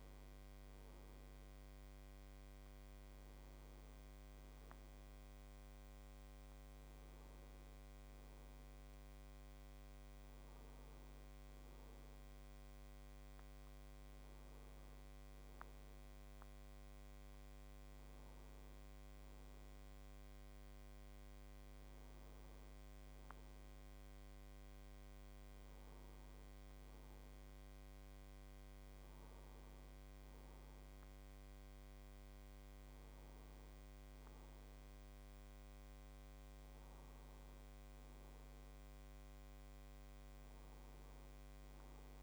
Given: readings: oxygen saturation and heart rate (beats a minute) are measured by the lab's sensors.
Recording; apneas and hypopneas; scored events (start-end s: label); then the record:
a person awake in a sleep study, hard to hear, by a microphone on the trachea; none
none scored
From the record:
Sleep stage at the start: awake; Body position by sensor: on the right side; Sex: male